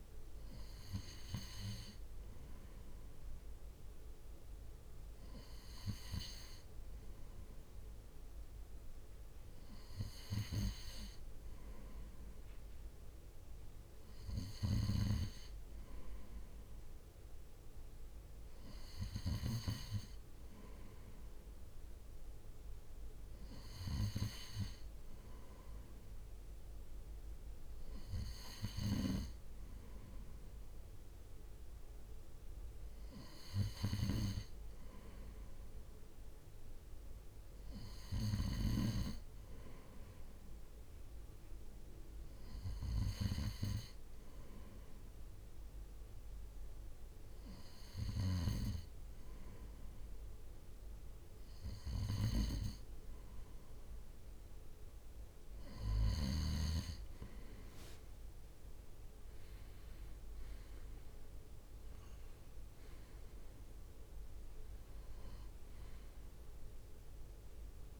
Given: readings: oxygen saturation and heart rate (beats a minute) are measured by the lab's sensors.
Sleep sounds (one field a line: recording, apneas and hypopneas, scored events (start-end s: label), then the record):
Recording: breathing in sleep by a room microphone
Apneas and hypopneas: none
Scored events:
50.00-68.00 s: new sleep stage, N2 (light sleep)
57.00-68.00 s: drop in pulse transit time (device-marked, heart rate 67 before, 68 extreme)
58.00-62.00 s: arousal
From the record:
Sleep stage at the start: N3 (deep sleep)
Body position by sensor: on the right side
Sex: male